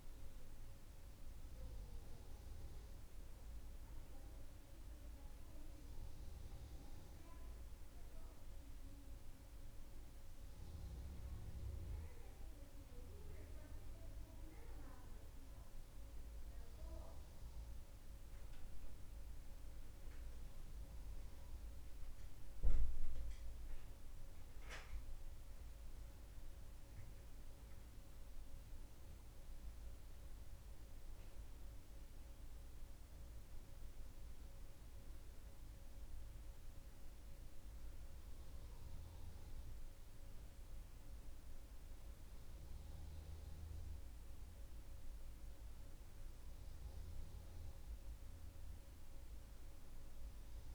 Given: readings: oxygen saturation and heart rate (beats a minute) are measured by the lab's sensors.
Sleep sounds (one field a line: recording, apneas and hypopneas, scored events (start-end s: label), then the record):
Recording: breathing in sleep, hard to hear, by a room microphone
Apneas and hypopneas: none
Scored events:
2.00-6.50 s: arousal
From the record:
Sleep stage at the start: N1 (lightest sleep)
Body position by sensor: on the back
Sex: female